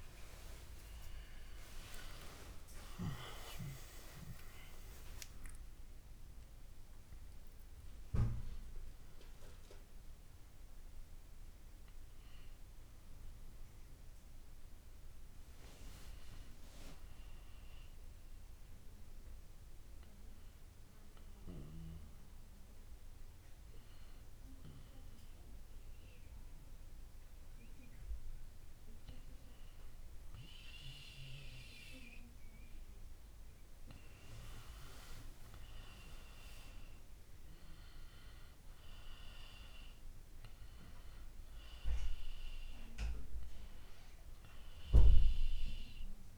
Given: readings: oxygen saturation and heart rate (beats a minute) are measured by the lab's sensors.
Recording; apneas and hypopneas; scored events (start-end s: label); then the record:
breathing in sleep by a room microphone; 1
21.00-33.00 s: hypopnea (oxygen 96% before, 87% lowest)
35.50-39.00 s: arousal
39.00-46.38 s: oxygen desaturation (device-marked, oxygen 97% before, 92% lowest)
From the record:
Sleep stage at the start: N1 (lightest sleep); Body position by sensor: on the back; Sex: female